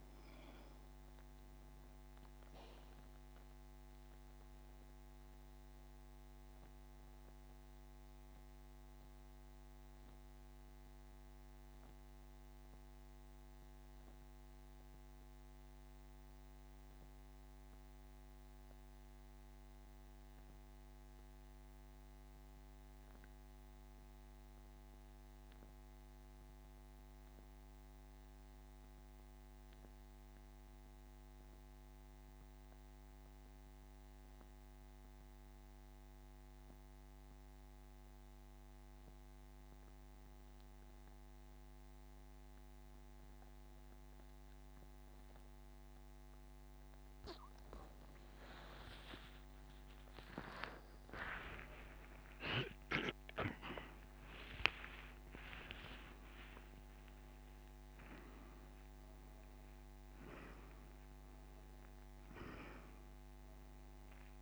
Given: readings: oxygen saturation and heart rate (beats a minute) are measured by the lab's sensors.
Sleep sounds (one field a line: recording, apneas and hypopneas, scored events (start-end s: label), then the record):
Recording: breathing in sleep by a microphone on the trachea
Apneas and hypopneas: 1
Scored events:
3.50-45.50 s: central apnea (oxygen 97% before, 84% lowest)
13.50-26.50 s: oxygen desaturation (device-marked, oxygen 95% before, 91% lowest, heart rate 73 before, 53 extreme)
50.00-55.50 s: arousal
56.50-64.42 s: oxygen desaturation (device-marked, oxygen 96% before, 84% lowest, heart rate 75 before, 37 extreme)
From the record:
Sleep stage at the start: N2 (light sleep)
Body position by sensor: on the back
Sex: male